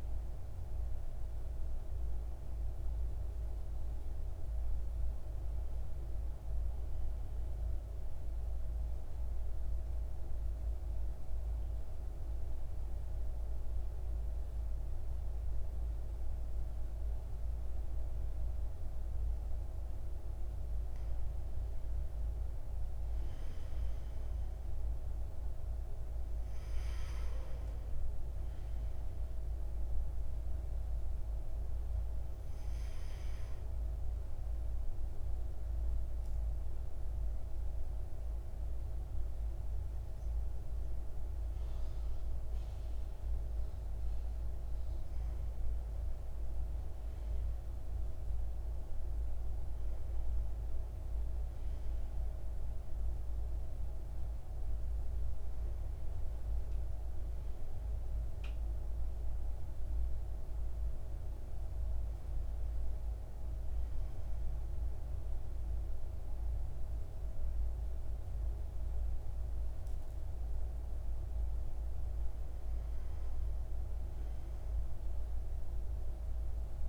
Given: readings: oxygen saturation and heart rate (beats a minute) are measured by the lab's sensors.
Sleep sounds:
breathing in sleep, hard to hear, by a room microphone; 3
2.50-5.50 s: arousal
8.00-21.50 s: central apnea (oxygen 97% before, 90% lowest, heart rate 64 before, 59 extreme, up 2 after)
10.00-76.89 s: new sleep stage, N2 (light sleep)
23.50-28.00 s: arousal
28.00-40.00 s: oxygen desaturation (device-marked, oxygen 95% before, 90% lowest, heart rate 60 before, 61 extreme)
34.50-45.00 s: mixed apnea (oxygen 96% before, 90% lowest, heart rate 60 before, 59 extreme, up 6 after)
47.00-51.50 s: arousal
57.00-70.50 s: hypopnea (oxygen 96% before, 93% lowest, heart rate 64 before, 57 extreme, up 3 after)
72.50-76.89 s: arousal
From the record:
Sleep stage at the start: N1 (lightest sleep); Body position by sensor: on the right side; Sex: male

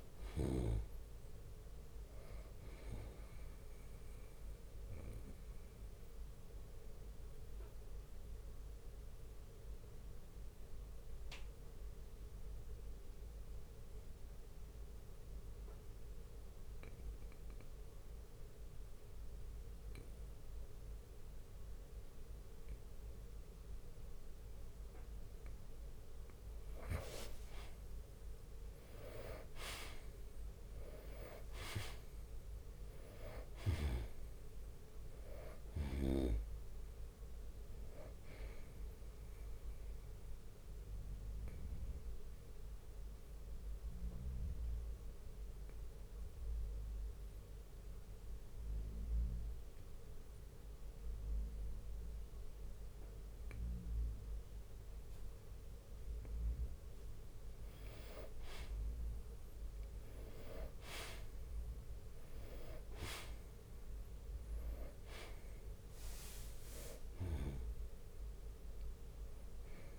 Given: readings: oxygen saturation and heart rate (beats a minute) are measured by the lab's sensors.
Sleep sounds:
breathing in sleep by a room microphone; 2
0.00-8.50 s: drop in pulse transit time (device-marked, heart rate 64 extreme)
0.00-10.50 s: oxygen desaturation (device-marked, oxygen 90% lowest, heart rate 56 extreme)
4.00-24.50 s: mixed apnea (oxygen 97% before, 87% lowest, heart rate 63 before, 56 extreme, up 10 after)
6.50-18.50 s: bradycardia (device-marked, heart rate 67 before, 56 extreme)
26.50-31.00 s: arousal
29.50-42.50 s: drop in pulse transit time (device-marked, heart rate 59 before, 65 extreme)
29.50-54.50 s: oxygen desaturation (device-marked, oxygen 98% before, 87% lowest, heart rate 59 before, 58 extreme)
39.50-56.50 s: obstructive apnea (oxygen 98% before, 87% lowest, heart rate 65 before, 58 extreme, up 8 after)
43.50-52.50 s: bradycardia (device-marked, heart rate 67 before, 58 extreme)
59.50-63.50 s: arousal
60.50-69.99 s: drop in pulse transit time (device-marked, heart rate 61 before, 64 extreme)
66.50-69.99 s: oxygen desaturation (device-marked, oxygen 98% before, 90% lowest, heart rate 61 before, 57 extreme)
67.50-69.50 s: long interval between heartbeats (device-marked, heart rate 62 before, 70 extreme)
From the record:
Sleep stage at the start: N2 (light sleep); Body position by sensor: on the back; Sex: male

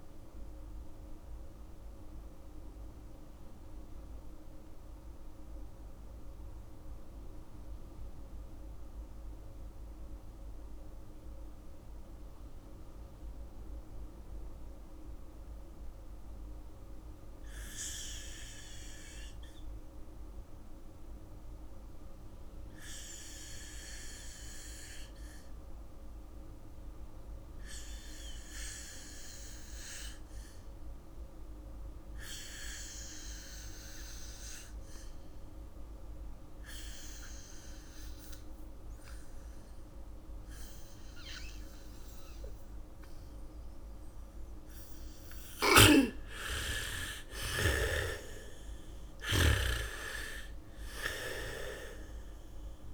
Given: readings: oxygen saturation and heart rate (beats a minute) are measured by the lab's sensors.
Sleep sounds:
breathing in sleep by a room microphone; 1
0.00-17.50 s: oxygen desaturation (device-marked, oxygen 78% lowest, heart rate 37 extreme)
1.50-43.50 s: mixed apnea (oxygen 97% before, 78% lowest, heart rate 58 before, 59 extreme, up 1 after)
26.50-52.94 s: oxygen desaturation (device-marked, oxygen 99% before, 81% lowest, heart rate 75 before, 59 extreme)
40.50-43.50 s: bradycardia (device-marked, heart rate 68 before, 64 extreme)
45.50-50.00 s: snoring (device-marked)
48.00-52.50 s: arousal
From the record:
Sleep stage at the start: N2 (light sleep); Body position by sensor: on the back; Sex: female

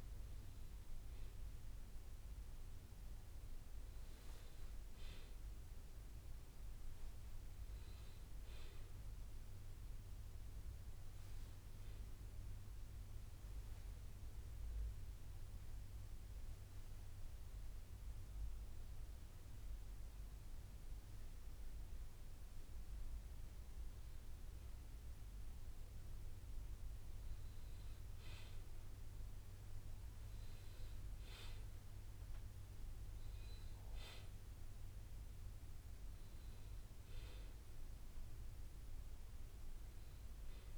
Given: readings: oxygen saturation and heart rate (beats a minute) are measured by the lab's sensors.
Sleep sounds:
breathing in sleep, hard to hear, by a room microphone; 1
13.00-23.00 s: hypopnea (oxygen 96% before, 94% lowest, heart rate 62 before, 59 extreme, up 0 after)
25.00-27.00 s: bradycardia (device-marked, heart rate 67 before, 60 extreme)
26.00-29.50 s: arousal
From the record:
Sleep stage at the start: N1 (lightest sleep); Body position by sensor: on the back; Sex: male

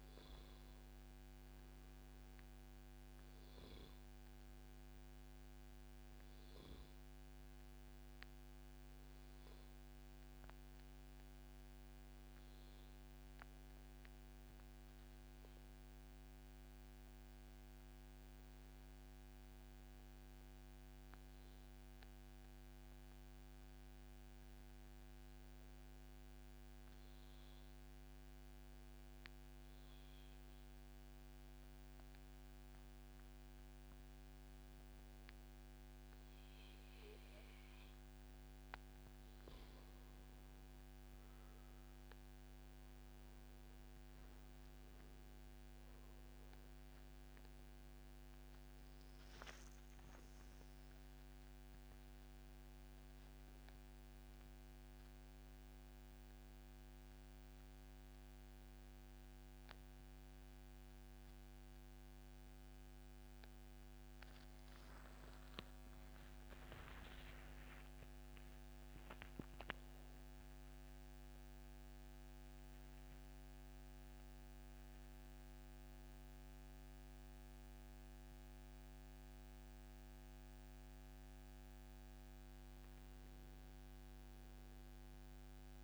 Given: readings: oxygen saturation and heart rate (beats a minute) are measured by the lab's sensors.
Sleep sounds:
breathing in sleep, hard to hear, by a microphone on the trachea; 1
18.00-38.50 s: obstructive apnea (oxygen 97% before, 91% lowest, heart rate 144 before, 142 extreme)
40.50-43.50 s: arousal
41.50-66.50 s: oxygen desaturation (device-marked, oxygen 96% before, 91% lowest, heart rate 144 before, 135 extreme)
46.50-85.84 s: new sleep stage, N1 (lightest sleep)
65.00-69.50 s: arousal
From the record:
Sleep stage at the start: N2 (light sleep); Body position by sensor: on the back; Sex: male

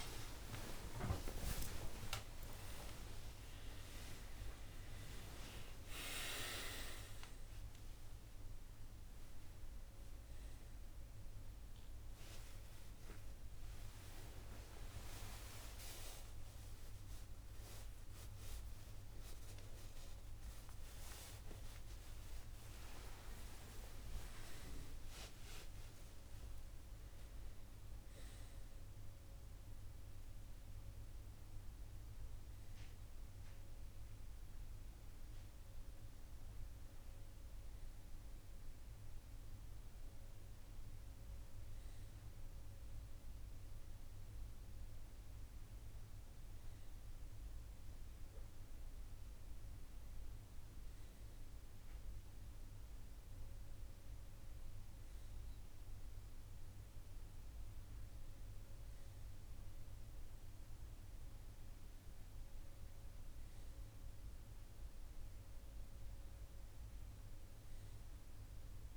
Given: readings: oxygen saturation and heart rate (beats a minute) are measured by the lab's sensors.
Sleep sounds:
a person partly awake in a sleep study, by a room microphone; none
26.50-68.97 s: new sleep stage, N1 (lightest sleep)
From the record:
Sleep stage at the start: awake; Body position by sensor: on the right side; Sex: male

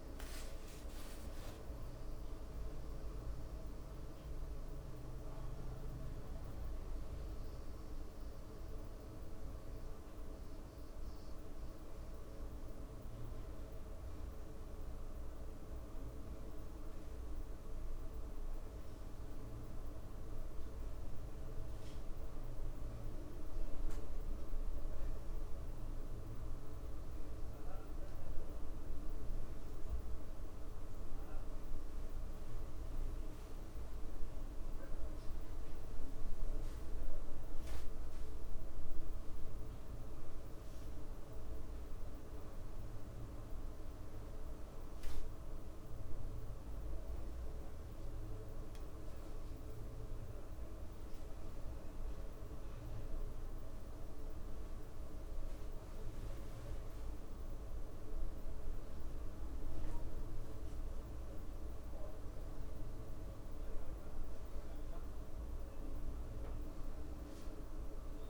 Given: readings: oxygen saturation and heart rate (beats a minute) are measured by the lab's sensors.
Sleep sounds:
breathing in sleep, hard to hear, by a room microphone; none
30.50-35.00 s: arousal
32.00-34.50 s: leg movement (device-marked)
48.50-50.50 s: leg movement (device-marked)
55.00-60.50 s: leg movement (device-marked)
From the record:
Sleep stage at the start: N2 (light sleep); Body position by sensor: on the back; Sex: female

